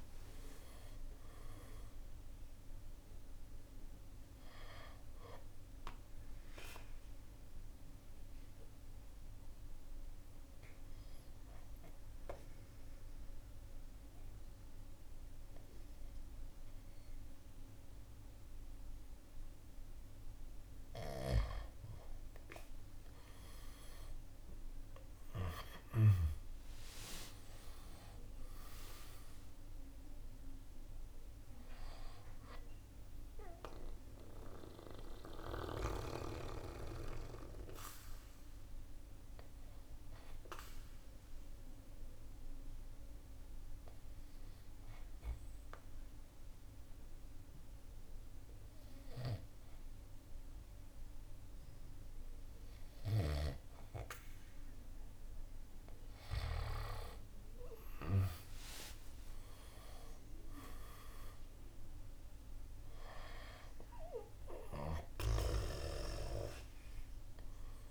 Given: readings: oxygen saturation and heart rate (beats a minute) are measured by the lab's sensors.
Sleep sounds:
breathing in sleep by a room microphone; 2
0.00-12.00 s: drop in pulse transit time (device-marked, heart rate 71 extreme)
0.00-18.00 s: oxygen desaturation (device-marked, oxygen 87% lowest, heart rate 63 extreme)
6.50-20.50 s: central apnea (oxygen 97% before, 87% lowest, heart rate 68 before, 63 extreme, up 10 after)
24.00-27.50 s: arousal
27.00-39.00 s: drop in pulse transit time (device-marked, heart rate 68 before, 63 extreme)
31.00-47.00 s: oxygen desaturation (device-marked, oxygen 97% before, 90% lowest, heart rate 68 before, 62 extreme)
33.50-54.50 s: mixed apnea (oxygen 98% before, 89% lowest, heart rate 68 before, 61 extreme, up 8 after)
57.50-61.50 s: arousal
58.00-67.91 s: oxygen desaturation (device-marked, oxygen 97% before, 89% lowest, heart rate 64 before, 53 extreme)
60.00-67.91 s: drop in pulse transit time (device-marked, heart rate 64 before, 64 extreme)
From the record:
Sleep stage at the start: N2 (light sleep); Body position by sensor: on the back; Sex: male

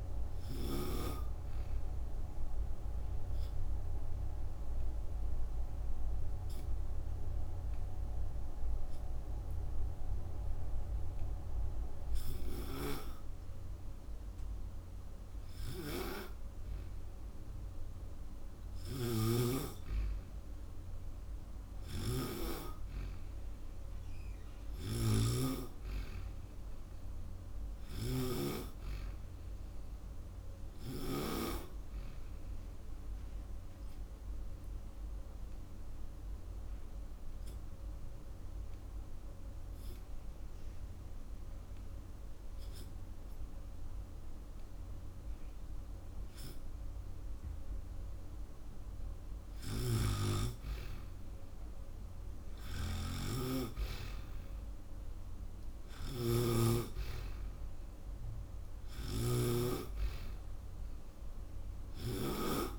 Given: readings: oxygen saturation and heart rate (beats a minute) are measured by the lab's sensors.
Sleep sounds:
breathing in sleep by a room microphone; 2
2.00-14.00 s: obstructive apnea (oxygen 95% before, 93% lowest, heart rate 56 before, 27 extreme, up 0 after)
18.50-31.00 s: snoring (device-marked)
20.50-24.00 s: arousal
32.00-47.50 s: obstructive apnea (oxygen 96% before, 91% lowest)
36.00-48.00 s: oxygen desaturation (device-marked, oxygen 96% before, 93% lowest)
49.00-62.00 s: snoring (device-marked)
50.50-55.00 s: arousal
From the record:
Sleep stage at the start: N2 (light sleep); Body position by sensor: on the back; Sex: female

